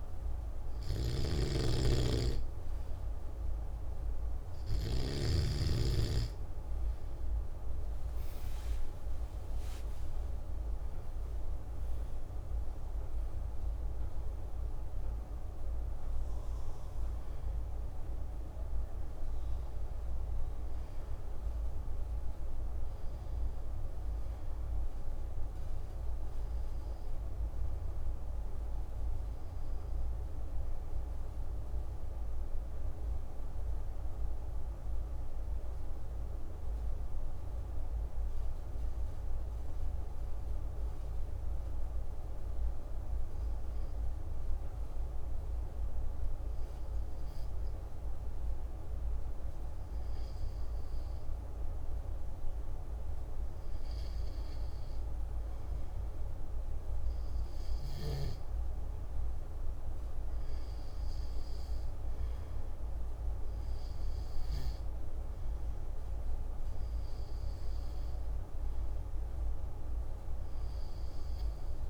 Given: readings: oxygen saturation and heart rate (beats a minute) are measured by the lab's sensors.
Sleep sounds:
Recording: breathing in sleep, hard to hear, by a room microphone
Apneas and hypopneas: 1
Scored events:
0.00-5.00 s: snoring (device-marked)
0.00-13.00 s: oxygen desaturation (device-marked, oxygen 92% lowest, heart rate 130 extreme)
8.00-12.00 s: arousal
38.00-52.00 s: obstructive apnea (oxygen 96% before, 95% lowest, heart rate 155 before, 140 extreme)
54.50-57.50 s: arousal
From the record:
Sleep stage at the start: N2 (light sleep)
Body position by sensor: on the back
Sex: male

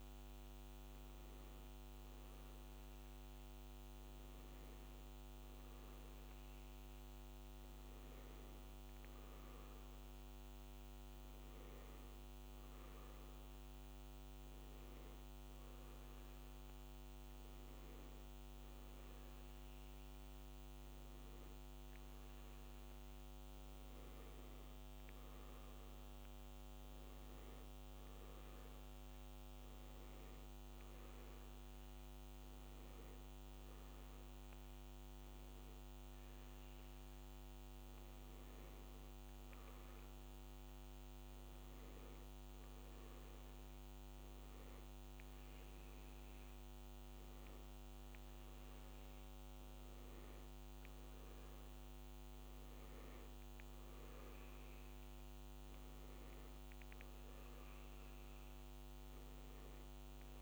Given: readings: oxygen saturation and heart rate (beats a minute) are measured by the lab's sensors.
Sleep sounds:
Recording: breathing in sleep, hard to hear, by a microphone on the trachea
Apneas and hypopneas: none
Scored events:
none scored
From the record:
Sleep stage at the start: N2 (light sleep)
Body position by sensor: on the back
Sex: male

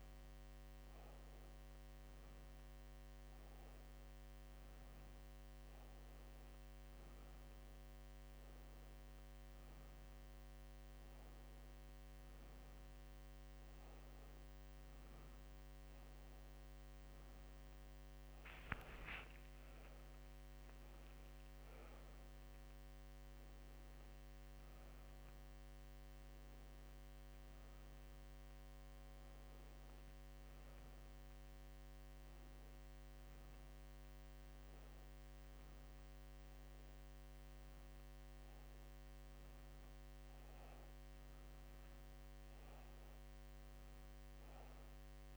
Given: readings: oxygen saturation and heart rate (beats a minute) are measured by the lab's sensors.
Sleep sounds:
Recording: breathing in sleep, hard to hear, by a microphone on the trachea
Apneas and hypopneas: none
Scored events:
none scored
From the record:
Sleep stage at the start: N2 (light sleep)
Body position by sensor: on the back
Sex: female

